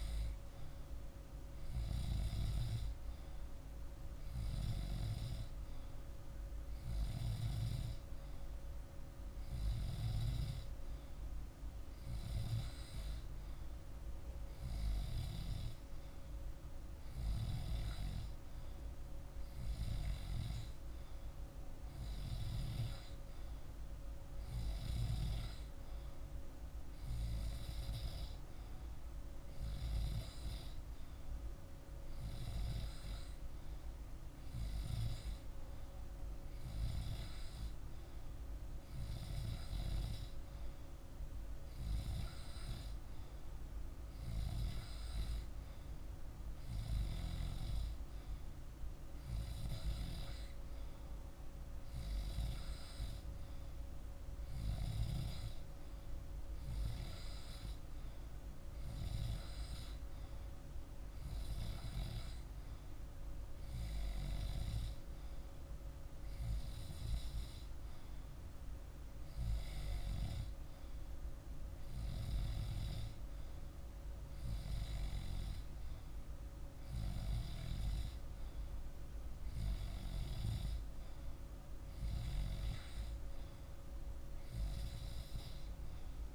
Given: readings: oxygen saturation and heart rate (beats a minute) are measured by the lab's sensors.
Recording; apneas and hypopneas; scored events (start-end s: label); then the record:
breathing in sleep, hard to hear, by a room microphone; none
none scored
From the record:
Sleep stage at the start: N2 (light sleep); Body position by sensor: on the back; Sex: male